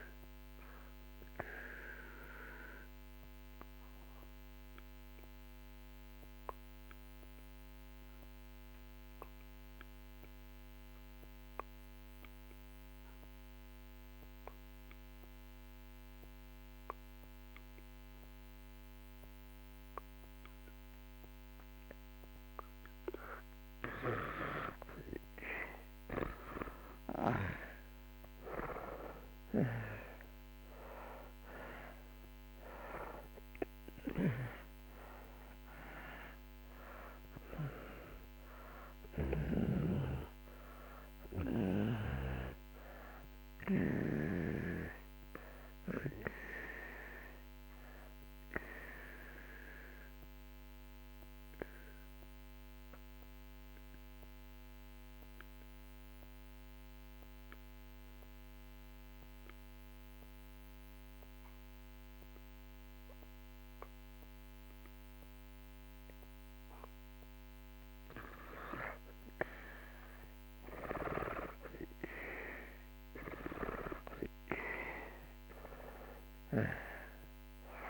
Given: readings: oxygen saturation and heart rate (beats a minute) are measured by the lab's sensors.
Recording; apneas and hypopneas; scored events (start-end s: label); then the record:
breathing in sleep by a microphone on the trachea; 2
0.00-9.50 s: oxygen desaturation (device-marked, oxygen 76% lowest)
0.50-21.50 s: obstructive apnea (oxygen 96% before, 78% lowest)
25.50-31.00 s: arousal
26.50-59.50 s: oxygen desaturation (device-marked, oxygen 96% before, 79% lowest)
47.50-66.00 s: obstructive apnea (oxygen 96% before, 80% lowest)
72.00-76.50 s: arousal
74.50-77.90 s: oxygen desaturation (device-marked, oxygen 97% before, 81% lowest)
From the record:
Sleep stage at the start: N2 (light sleep); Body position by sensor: on the back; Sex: male